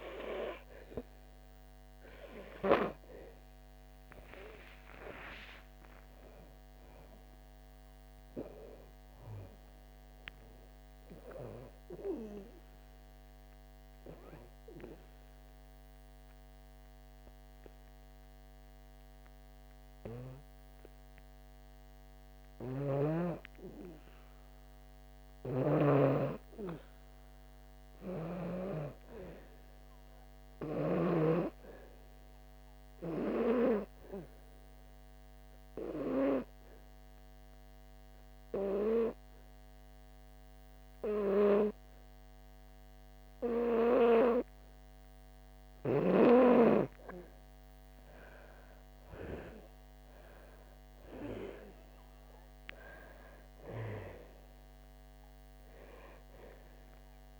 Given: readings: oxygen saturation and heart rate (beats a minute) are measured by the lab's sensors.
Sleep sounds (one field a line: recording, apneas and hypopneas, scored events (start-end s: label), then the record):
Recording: breathing in sleep by a microphone on the trachea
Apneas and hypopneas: 1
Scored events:
5.00-9.50 s: arousal
15.50-17.50 s: oxygen desaturation (device-marked, oxygen 97% before, 94% lowest, heart rate 68 before, 61 extreme)
35.50-46.50 s: obstructive apnea (oxygen 97% before, 92% lowest, heart rate 65 before, 60 extreme, up 4 after)
46.50-55.50 s: oxygen desaturation (device-marked, oxygen 96% before, 92% lowest, heart rate 68 before, 60 extreme)
48.50-52.00 s: arousal
From the record:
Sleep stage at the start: N2 (light sleep)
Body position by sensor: on the back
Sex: female